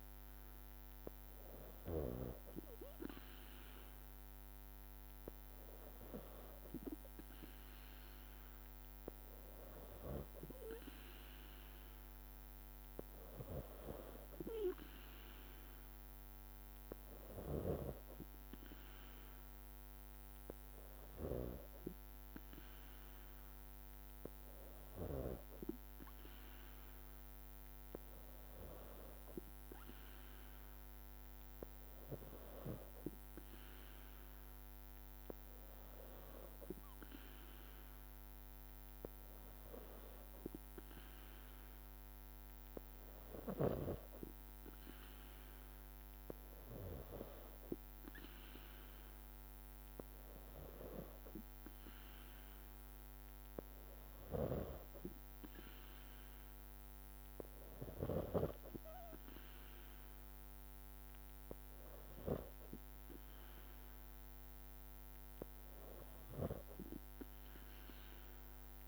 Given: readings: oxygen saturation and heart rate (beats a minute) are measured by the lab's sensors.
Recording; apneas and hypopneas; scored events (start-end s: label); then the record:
breathing in sleep by a microphone on the trachea; none
none scored
From the record:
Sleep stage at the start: N3 (deep sleep); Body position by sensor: on the back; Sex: female